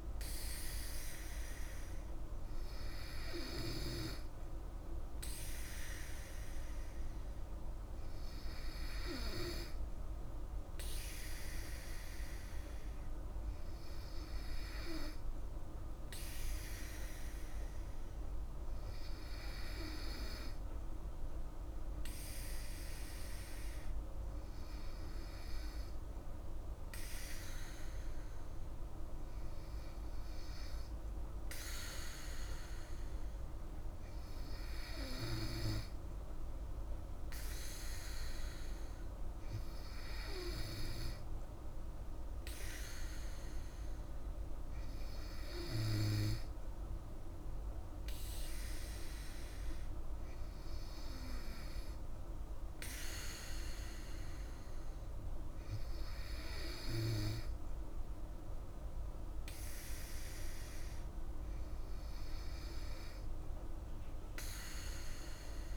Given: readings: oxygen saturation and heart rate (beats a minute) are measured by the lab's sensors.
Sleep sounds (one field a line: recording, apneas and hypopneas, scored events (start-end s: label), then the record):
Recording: breathing in sleep by a room microphone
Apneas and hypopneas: none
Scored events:
none scored
From the record:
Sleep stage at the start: N2 (light sleep)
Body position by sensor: on the back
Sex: female